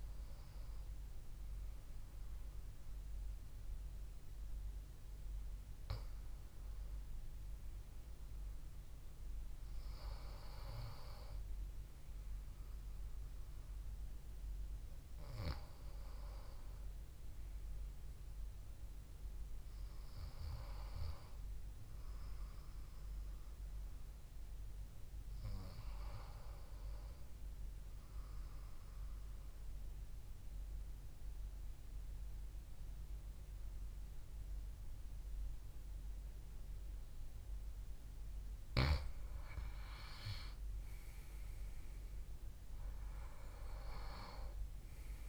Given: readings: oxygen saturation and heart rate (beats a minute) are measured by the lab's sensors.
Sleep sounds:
breathing in sleep by a room microphone; 1
29.50-40.00 s: obstructive apnea (oxygen 96% before, 92% lowest, heart rate 70 before, 59 extreme, up 4 after)
41.00-45.00 s: arousal
From the record:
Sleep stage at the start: N2 (light sleep); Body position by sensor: on the back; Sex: male

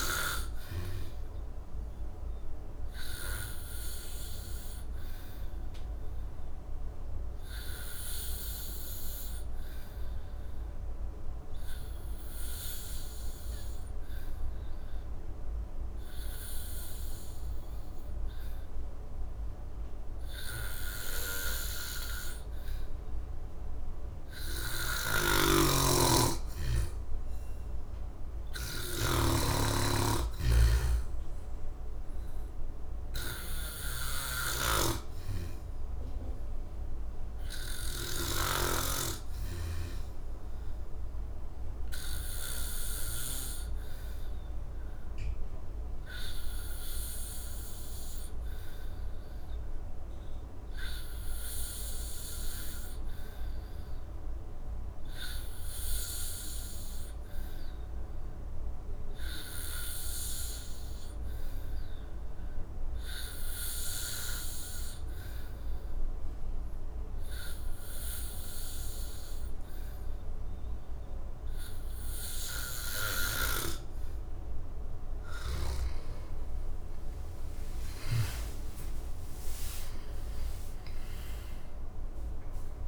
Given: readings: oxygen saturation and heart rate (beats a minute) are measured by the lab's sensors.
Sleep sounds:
breathing in sleep by a room microphone; 2
0.00-18.50 s: oxygen desaturation (device-marked, oxygen 87% lowest, heart rate 68 extreme)
6.00-25.00 s: obstructive apnea (oxygen 95% before, 85% lowest, heart rate 73 before, 68 extreme, up 6 after)
23.50-53.50 s: oxygen desaturation (device-marked, oxygen 96% before, 85% lowest, heart rate 70 before, 67 extreme)
24.50-38.50 s: snoring (device-marked)
28.50-33.00 s: arousal
47.00-73.00 s: obstructive apnea (oxygen 96% before, 85% lowest, heart rate 73 before, 67 extreme, up 9 after)
69.50-82.88 s: oxygen desaturation (device-marked, oxygen 96% before, 86% lowest, heart rate 69 before, 65 extreme)
73.00-78.00 s: snoring (device-marked)
76.00-80.00 s: arousal
From the record:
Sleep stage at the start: N2 (light sleep); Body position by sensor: on the back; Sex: male

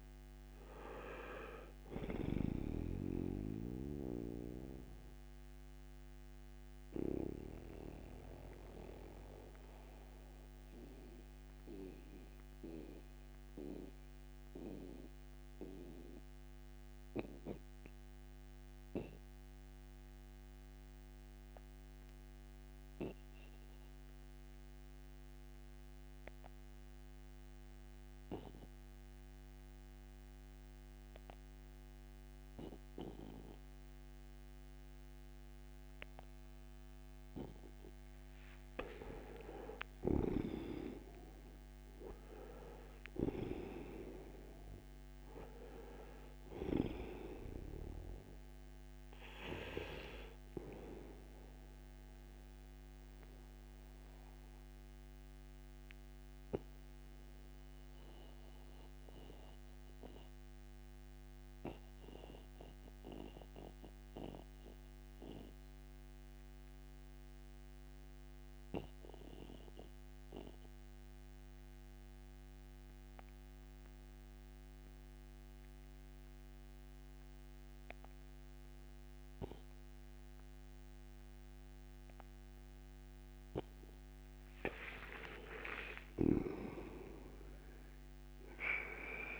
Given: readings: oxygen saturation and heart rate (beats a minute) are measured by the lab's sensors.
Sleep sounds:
breathing in sleep by a microphone on the trachea; 2
0.00-2.00 s: snoring (device-marked)
0.00-23.50 s: oxygen desaturation (device-marked, oxygen 83% lowest, heart rate 61 extreme)
5.00-36.50 s: mixed apnea (oxygen 98% before, 83% lowest, heart rate 69 before, 61 extreme, up 13 after)
35.50-73.50 s: oxygen desaturation (device-marked, oxygen 98% before, 83% lowest, heart rate 62 before, 59 extreme)
38.50-44.00 s: arousal
53.00-84.50 s: mixed apnea (oxygen 98% before, 83% lowest, heart rate 66 before, 59 extreme, up 20 after)
85.50-89.40 s: arousal
From the record:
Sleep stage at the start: N2 (light sleep); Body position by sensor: on the right side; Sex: male

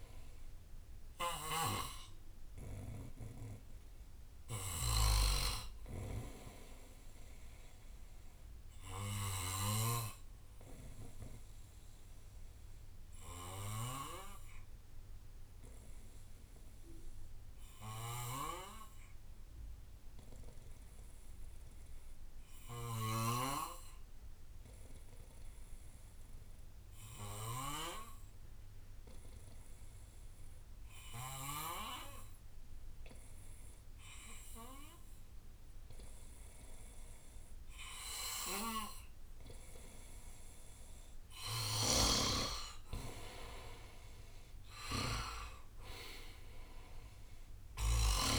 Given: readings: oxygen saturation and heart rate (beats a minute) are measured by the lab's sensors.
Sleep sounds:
breathing in sleep by a room microphone; 1
0.00-5.50 s: drop in pulse transit time (device-marked, heart rate 65 extreme)
0.00-12.50 s: oxygen desaturation (device-marked, oxygen 88% lowest, heart rate 56 extreme)
1.00-10.00 s: snoring (device-marked)
8.50-16.50 s: bradycardia (device-marked, heart rate 64 before, 56 extreme)
9.00-39.50 s: obstructive apnea (oxygen 94% before, 87% lowest, heart rate 70 before, 56 extreme, up 12 after)
17.50-19.50 s: bradycardia (device-marked, heart rate 64 before, 57 extreme)
26.50-32.50 s: bradycardia (device-marked, heart rate 63 before, 57 extreme)
30.50-48.39 s: oxygen desaturation (device-marked, oxygen 98% before, 90% lowest, heart rate 59 before, 57 extreme)
34.50-36.50 s: bradycardia (device-marked, heart rate 63 before, 59 extreme)
42.50-48.39 s: drop in pulse transit time (device-marked, heart rate 60 before, 64 extreme)
43.50-48.00 s: arousal
From the record:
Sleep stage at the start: N2 (light sleep); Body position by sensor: on the back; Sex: male

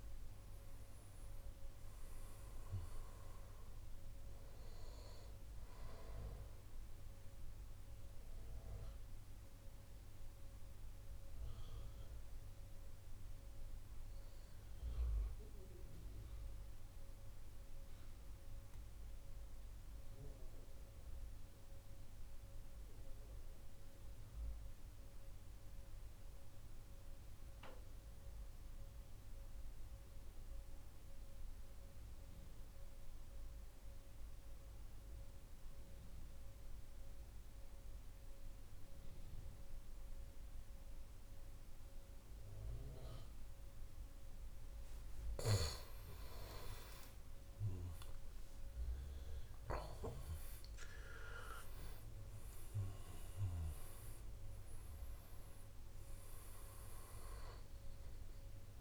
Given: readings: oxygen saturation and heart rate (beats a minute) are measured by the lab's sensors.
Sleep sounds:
breathing in sleep by a room microphone; 1
1.00-19.00 s: oxygen desaturation (device-marked, oxygen 95% before, 91% lowest, heart rate 81 before, 88 extreme)
6.50-44.50 s: mixed apnea (oxygen 97% before, 89% lowest, heart rate 92 before, 98 extreme, up 23 after)
39.00-58.81 s: oxygen desaturation (device-marked, oxygen 98% before, 89% lowest, heart rate 127 before, 101 extreme)
47.00-52.00 s: arousal
From the record:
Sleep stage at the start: N2 (light sleep); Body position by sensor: on the right side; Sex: male

